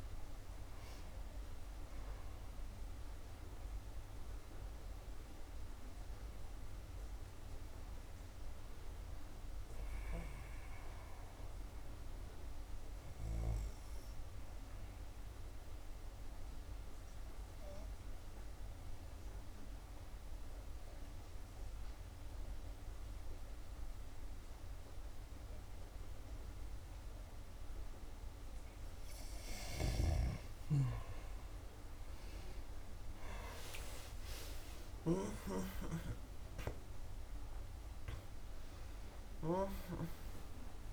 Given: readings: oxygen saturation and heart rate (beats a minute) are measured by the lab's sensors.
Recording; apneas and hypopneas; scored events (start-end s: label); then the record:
breathing in sleep by a room microphone; 1
0.00-1.00 s: arousal
0.00-19.50 s: oxygen desaturation (device-marked, oxygen 90% lowest, heart rate 67 extreme)
16.00-29.00 s: obstructive apnea (oxygen 94% before, 91% lowest, heart rate 70 before, 70 extreme, up 16 after)
30.50-35.50 s: arousal
34.00-36.00 s: long interval between heartbeats (device-marked, heart rate 70 before, 84 extreme)
37.50-40.93 s: oxygen desaturation (device-marked, oxygen 96% before, 91% lowest, heart rate 74 before, 72 extreme)
From the record:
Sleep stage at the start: N2 (light sleep); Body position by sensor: on the back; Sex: female